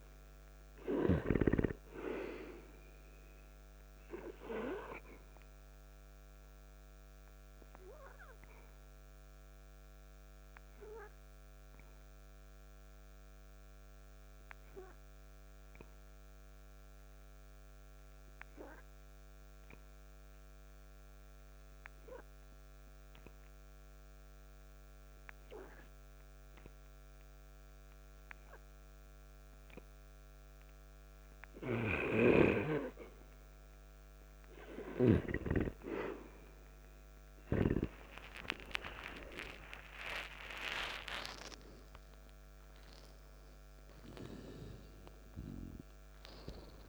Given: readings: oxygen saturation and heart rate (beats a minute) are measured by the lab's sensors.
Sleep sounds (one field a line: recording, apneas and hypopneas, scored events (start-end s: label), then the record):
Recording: breathing in sleep by a microphone on the trachea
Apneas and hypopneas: 1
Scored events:
0.00-34.00 s: oxygen desaturation (device-marked, oxygen 83% lowest, heart rate 55 extreme)
4.00-33.00 s: obstructive apnea (oxygen 97% before, 83% lowest, heart rate 57 before, 55 extreme, up 12 after)
37.00-41.50 s: arousal
38.50-40.50 s: long interval between heartbeats (device-marked, heart rate 56 before, 66 extreme)
43.00-46.89 s: oxygen desaturation (device-marked, oxygen 97% before, 87% lowest, heart rate 58 before, 54 extreme)
From the record:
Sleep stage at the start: N2 (light sleep)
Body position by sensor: on the back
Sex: male